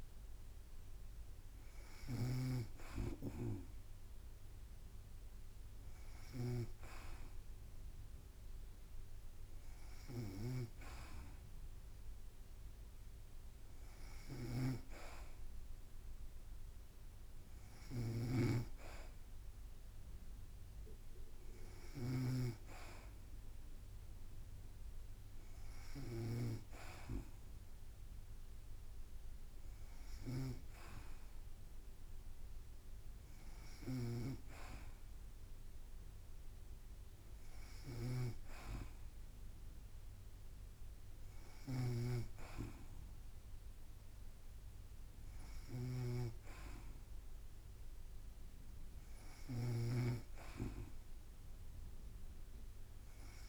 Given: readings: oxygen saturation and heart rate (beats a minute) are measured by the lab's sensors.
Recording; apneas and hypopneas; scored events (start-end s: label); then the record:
breathing in sleep by a room microphone; none
0.00-2.50 s: snoring (device-marked)
14.50-22.50 s: snoring (device-marked)
41.50-53.49 s: snoring (device-marked)
From the record:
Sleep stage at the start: N2 (light sleep); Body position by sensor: on the back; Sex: female